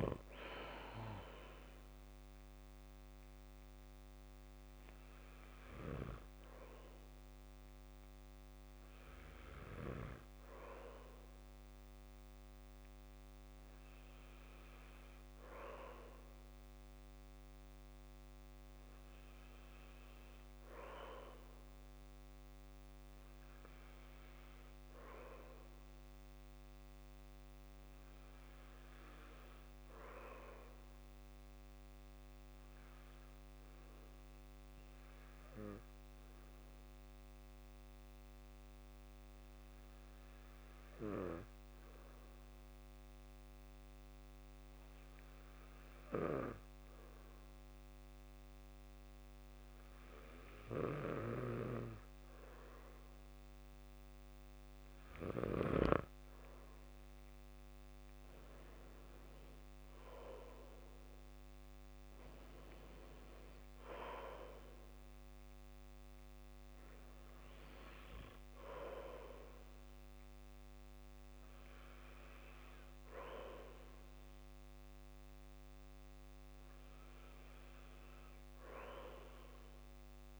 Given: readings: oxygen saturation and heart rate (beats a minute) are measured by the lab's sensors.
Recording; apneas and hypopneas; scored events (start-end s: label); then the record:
breathing in sleep by a microphone on the trachea; 1
26.00-29.50 s: arousal
33.00-50.00 s: obstructive apnea (oxygen 96% before, 93% lowest, heart rate 60 before, 54 extreme, up 9 after)
52.00-55.00 s: arousal
55.50-57.50 s: oxygen desaturation (device-marked, oxygen 97% before, 96% lowest, heart rate 59 before, 54 extreme)
From the record:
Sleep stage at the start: N2 (light sleep); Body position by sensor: on the back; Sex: male